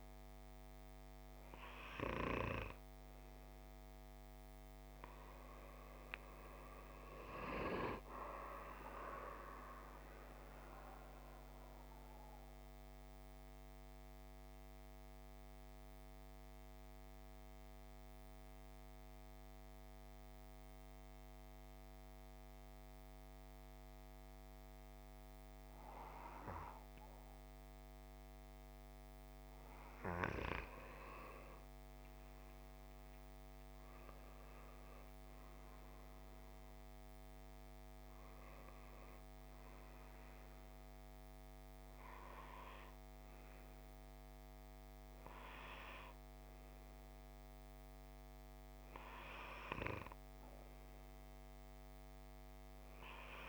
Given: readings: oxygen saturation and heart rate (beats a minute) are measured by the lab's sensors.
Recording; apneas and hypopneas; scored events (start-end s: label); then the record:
breathing in sleep by a microphone on the trachea; 1
6.50-9.50 s: arousal
11.50-30.00 s: mixed apnea (oxygen 95% before, 91% lowest, heart rate 58 before, 52 extreme, up 9 after)
32.00-37.00 s: arousal
44.50-53.49 s: oxygen desaturation (device-marked, oxygen 98% before, 93% lowest, heart rate 57 before, 54 extreme)
From the record:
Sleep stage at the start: N2 (light sleep); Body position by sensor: on the back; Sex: male